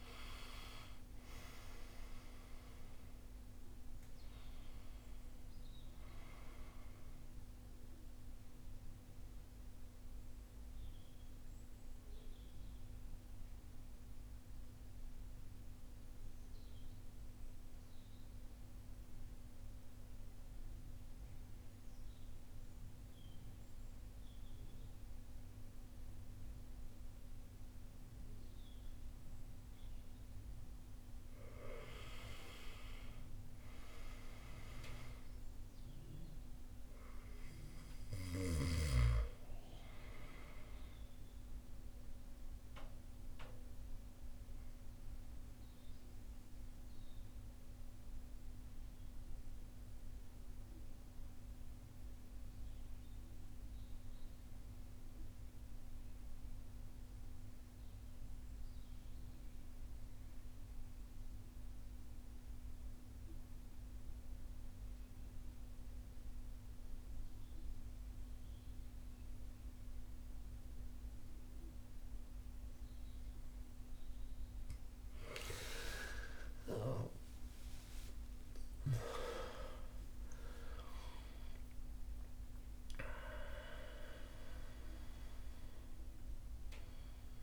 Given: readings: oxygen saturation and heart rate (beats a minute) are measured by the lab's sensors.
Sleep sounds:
breathing in sleep by a room microphone; 2
0.00-25.50 s: oxygen desaturation (device-marked, oxygen 83% lowest, heart rate 48 extreme)
8.00-30.00 s: central apnea (oxygen 97% before, 83% lowest, heart rate 63 before, 48 extreme, up 10 after)
31.00-34.50 s: arousal
33.50-57.50 s: oxygen desaturation (device-marked, oxygen 99% before, 90% lowest, heart rate 54 before, 51 extreme)
42.00-73.50 s: mixed apnea (oxygen 99% before, 81% lowest, heart rate 57 before, 48 extreme, up 28 after)
64.50-87.43 s: oxygen desaturation (device-marked, oxygen 99% before, 81% lowest, heart rate 52 before, 48 extreme)
75.00-81.00 s: arousal
From the record:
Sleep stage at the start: N2 (light sleep); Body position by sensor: on the right side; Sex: male

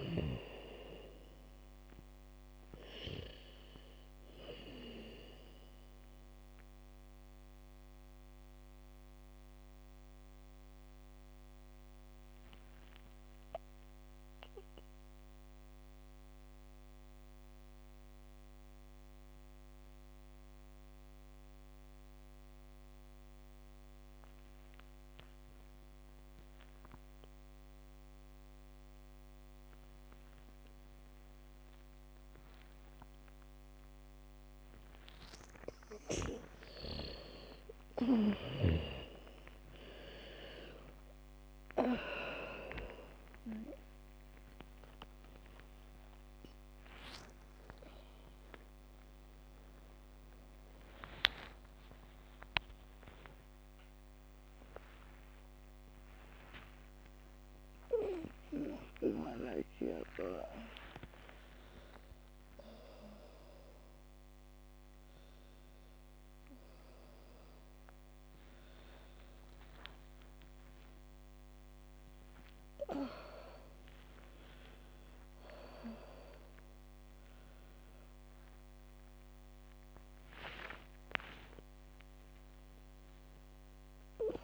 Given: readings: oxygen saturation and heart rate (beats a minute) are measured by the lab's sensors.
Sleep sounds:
a person awake in a sleep study, by a microphone on the trachea; 1
0.00-19.00 s: oxygen desaturation (device-marked, oxygen 81% lowest, heart rate 39 extreme)
7.50-35.50 s: mixed apnea (oxygen 99% before, 81% lowest, heart rate 63 before, 39 extreme, up 3 after)
32.00-84.44 s: new sleep stage, awake
35.00-63.00 s: oxygen desaturation (device-marked, oxygen 99% before, 81% lowest, heart rate 69 before, 39 extreme)
36.00-42.00 s: bradycardia (device-marked, heart rate 69 before, 48 extreme)
From the record:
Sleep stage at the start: N2 (light sleep); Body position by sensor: on the back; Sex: female

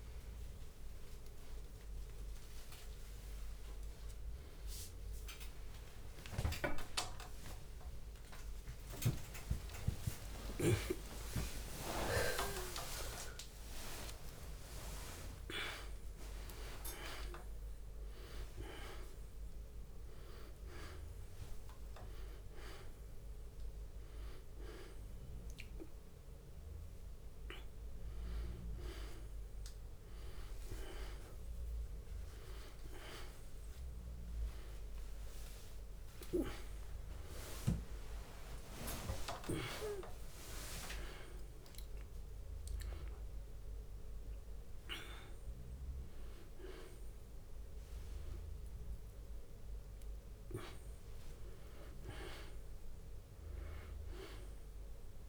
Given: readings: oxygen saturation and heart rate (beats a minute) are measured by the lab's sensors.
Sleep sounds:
a person awake in a sleep study, by a room microphone; none
0.00-2.00 s: long interval between heartbeats (device-marked, heart rate 89 before, 97 extreme)
0.00-19.50 s: drop in pulse transit time (device-marked, heart rate 97 extreme)
2.50-16.50 s: tachycardia (device-marked, heart rate 107 before, 140 extreme)
3.00-5.00 s: long interval between heartbeats (device-marked, heart rate 90 before, 97 extreme)
6.00-8.00 s: long interval between heartbeats (device-marked, heart rate 91 before, 103 extreme)
9.00-11.00 s: long interval between heartbeats (device-marked, heart rate 92 before, 108 extreme)
12.50-14.50 s: long interval between heartbeats (device-marked, heart rate 97 before, 127 extreme)
28.50-30.50 s: long interval between heartbeats (device-marked, heart rate 106 before, 82 extreme)
29.50-39.50 s: tachycardia (device-marked, heart rate 110 before, 160 extreme)
34.50-44.50 s: drop in pulse transit time (device-marked, heart rate 97 before, 88 extreme)
37.50-39.50 s: long interval between heartbeats (device-marked, heart rate 99 before, 147 extreme)
45.00-47.00 s: long interval between heartbeats (device-marked, heart rate 109 before, 74 extreme)
From the record:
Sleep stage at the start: awake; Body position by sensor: on the back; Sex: male

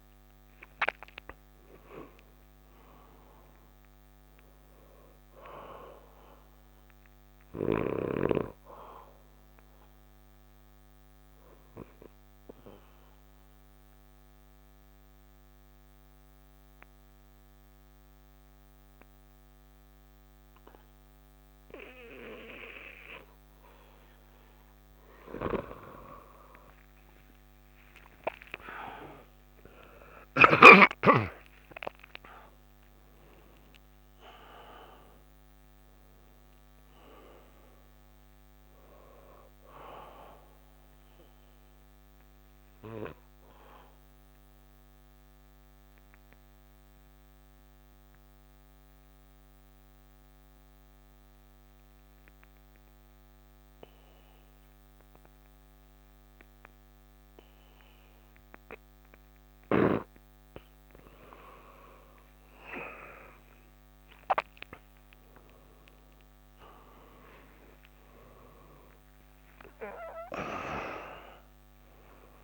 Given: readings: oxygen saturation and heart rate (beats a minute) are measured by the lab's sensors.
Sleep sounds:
breathing in sleep by a microphone on the trachea; 2
0.00-1.00 s: arousal
0.00-18.50 s: oxygen desaturation (device-marked, oxygen 88% lowest, heart rate 62 extreme)
10.50-27.50 s: obstructive apnea (oxygen 97% before, 86% lowest, heart rate 69 before, 62 extreme, up 55 after)
27.50-55.50 s: oxygen desaturation (device-marked, oxygen 96% before, 87% lowest, heart rate 66 before, 65 extreme)
29.00-34.00 s: arousal
41.50-61.00 s: obstructive apnea (oxygen 96% before, 86% lowest, heart rate 83 before, 65 extreme, up 22 after)
63.50-69.50 s: arousal
63.50-72.44 s: oxygen desaturation (device-marked, oxygen 97% before, 86% lowest, heart rate 69 before, 62 extreme)
From the record:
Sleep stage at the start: N2 (light sleep); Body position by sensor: on the back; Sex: male

